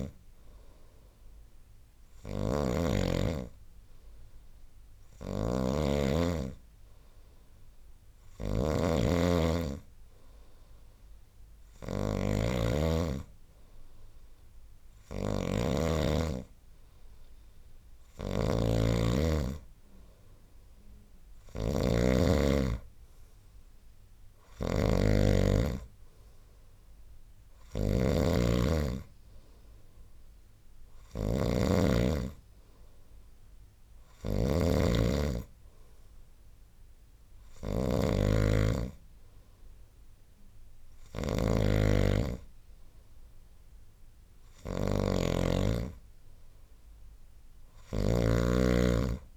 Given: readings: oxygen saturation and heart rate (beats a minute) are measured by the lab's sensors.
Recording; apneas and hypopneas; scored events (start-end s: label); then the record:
breathing in sleep by a room microphone; none
0.00-16.00 s: snoring (device-marked)
18.00-49.37 s: snoring (device-marked)
From the record:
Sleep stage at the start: N2 (light sleep); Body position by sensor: on the right side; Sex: male